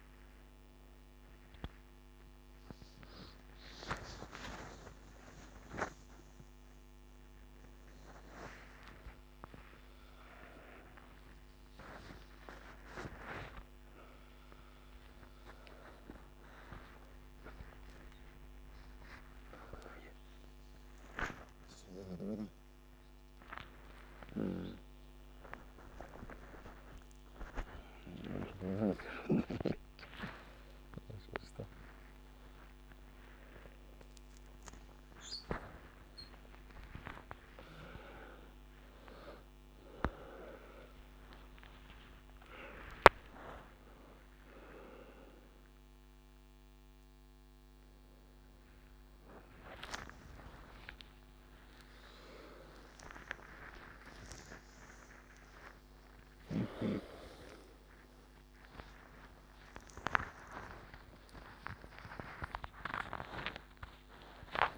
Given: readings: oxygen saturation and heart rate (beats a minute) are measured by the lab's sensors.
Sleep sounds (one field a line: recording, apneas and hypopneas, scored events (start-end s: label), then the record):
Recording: a person awake in a sleep study, by a microphone on the trachea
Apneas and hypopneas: none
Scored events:
none scored
From the record:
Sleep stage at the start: awake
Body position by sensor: on the back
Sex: male